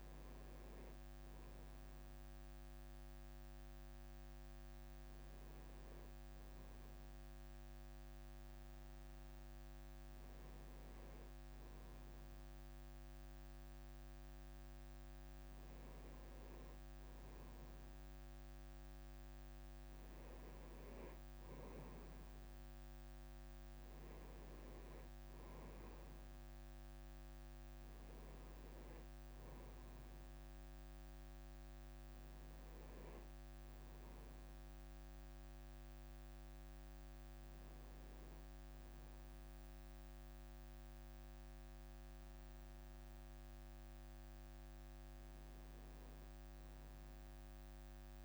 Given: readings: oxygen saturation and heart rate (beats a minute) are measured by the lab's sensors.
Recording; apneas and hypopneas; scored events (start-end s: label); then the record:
breathing in sleep, hard to hear, by a microphone on the trachea; none
0.00-4.00 s: leg movement (device-marked)
5.00-12.00 s: leg movement (device-marked)
14.50-15.50 s: leg movement (device-marked)
20.00-22.00 s: leg movement (device-marked)
23.00-24.00 s: leg movement (device-marked)
26.50-28.00 s: leg movement (device-marked)
28.50-29.00 s: leg movement (device-marked)
From the record:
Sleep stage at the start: N1 (lightest sleep); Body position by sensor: on the right side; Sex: male